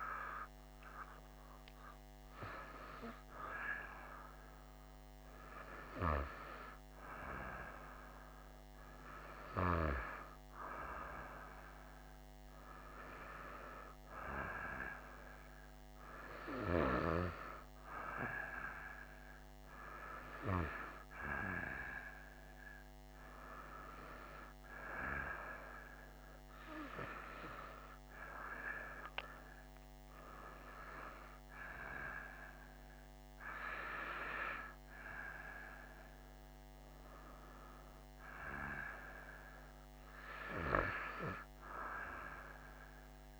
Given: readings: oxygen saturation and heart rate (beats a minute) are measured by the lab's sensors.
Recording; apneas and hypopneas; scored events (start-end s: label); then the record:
breathing in sleep by a microphone on the trachea; none
none scored
From the record:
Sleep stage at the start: N2 (light sleep); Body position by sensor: on the right side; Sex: female